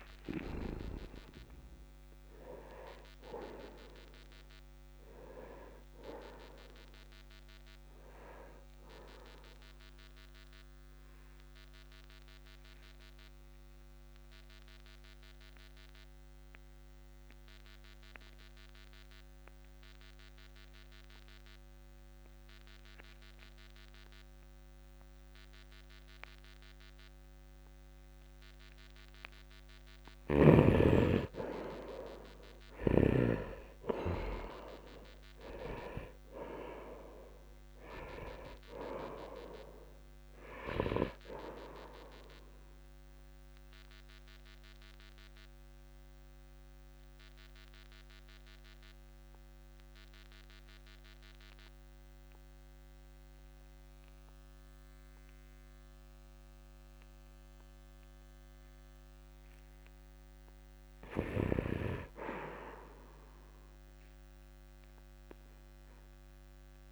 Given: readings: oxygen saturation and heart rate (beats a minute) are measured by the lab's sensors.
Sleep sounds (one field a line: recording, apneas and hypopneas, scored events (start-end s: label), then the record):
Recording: breathing in sleep by a microphone on the trachea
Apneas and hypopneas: 2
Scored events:
0.00-13.00 s: oxygen desaturation (device-marked, oxygen 88% lowest, heart rate 58 extreme)
11.00-30.00 s: obstructive apnea (oxygen 100% before, 83% lowest, heart rate 67 before, 58 extreme, up 0 after)
31.00-56.00 s: oxygen desaturation (device-marked, oxygen 98% before, 83% lowest, heart rate 67 before, 61 extreme)
31.50-36.00 s: arousal
43.00-60.00 s: obstructive apnea (oxygen 98% before, 83% lowest, heart rate 62 before, 62 extreme)
62.00-65.50 s: arousal
65.00-66.92 s: oxygen desaturation (device-marked, oxygen 99% before, 90% lowest, heart rate 69 before, 55 extreme)
From the record:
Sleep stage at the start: N2 (light sleep)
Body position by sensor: on the right side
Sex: male